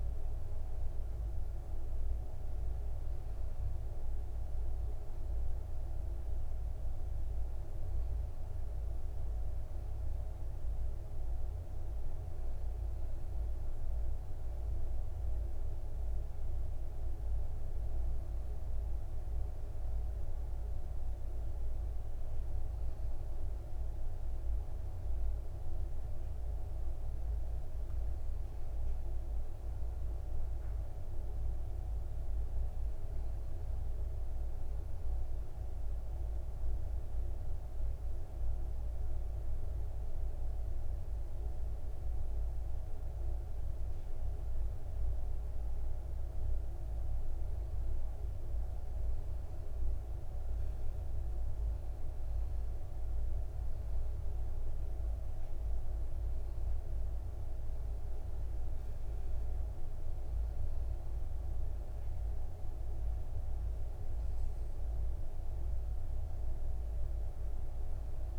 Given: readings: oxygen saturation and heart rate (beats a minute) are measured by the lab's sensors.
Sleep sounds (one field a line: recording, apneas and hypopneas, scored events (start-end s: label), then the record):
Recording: breathing in sleep, hard to hear, by a room microphone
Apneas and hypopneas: 1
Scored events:
36.00-47.00 s: obstructive apnea (oxygen 97% before, 94% lowest, heart rate 59 before, 56 extreme, up 8 after)
49.00-52.50 s: arousal
From the record:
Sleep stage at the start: N2 (light sleep)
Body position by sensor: on the back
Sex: male